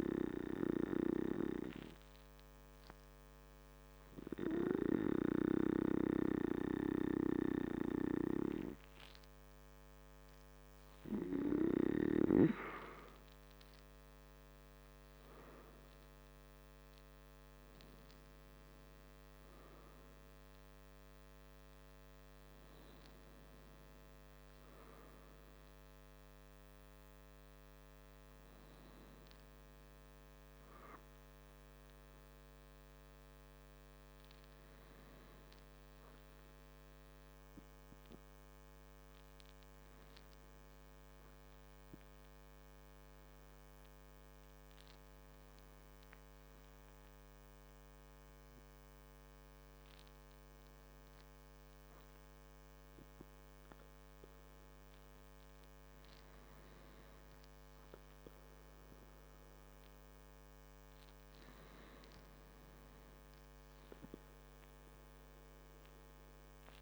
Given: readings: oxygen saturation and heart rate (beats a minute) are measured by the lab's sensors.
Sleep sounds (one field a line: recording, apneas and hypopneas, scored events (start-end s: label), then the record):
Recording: breathing in sleep by a microphone on the trachea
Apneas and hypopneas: 1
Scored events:
29.50-33.00 s: arousal
36.50-55.50 s: hypopnea (oxygen 95% before, 94% lowest, heart rate 50 before, 48 extreme, up 2 after)
57.00-60.00 s: arousal
From the record:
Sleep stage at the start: N2 (light sleep)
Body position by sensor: on the back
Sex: male